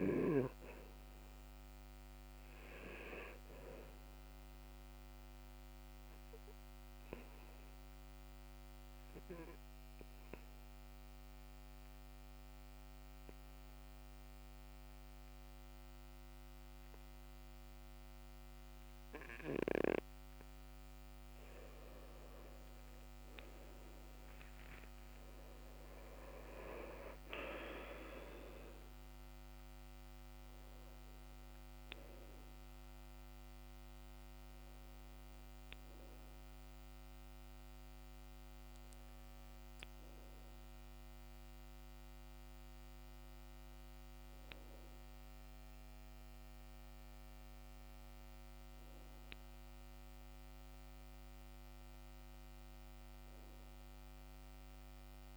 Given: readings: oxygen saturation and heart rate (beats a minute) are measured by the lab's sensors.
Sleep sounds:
breathing in sleep by a microphone on the trachea; 1
4.00-19.00 s: oxygen desaturation (device-marked, oxygen 95% before, 91% lowest, heart rate 67 before, 63 extreme)
5.50-20.50 s: obstructive apnea (oxygen 95% before, 89% lowest, heart rate 67 before, 63 extreme, up 17 after)
22.50-28.00 s: arousal
32.00-41.00 s: oxygen desaturation (device-marked, oxygen 94% before, 90% lowest, heart rate 69 before, 64 extreme)
From the record:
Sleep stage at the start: N2 (light sleep); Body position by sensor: on the back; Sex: male

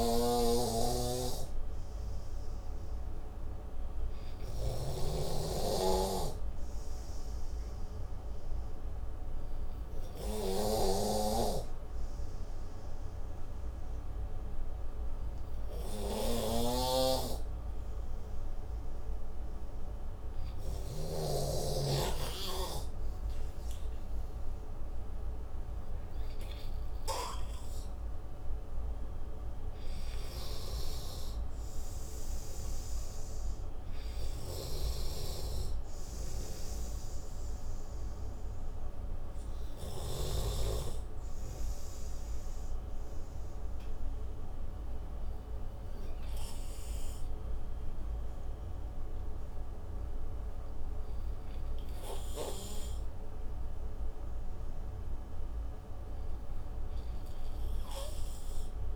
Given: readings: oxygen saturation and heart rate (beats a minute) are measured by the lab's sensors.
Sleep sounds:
breathing in sleep by a room microphone; none
0.00-6.00 s: snoring (device-marked)
3.00-7.00 s: oxygen desaturation (device-marked, oxygen 92% before, 87% lowest, heart rate 49 before, 49 extreme)
From the record:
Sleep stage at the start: N3 (deep sleep); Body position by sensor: on the right side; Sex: male

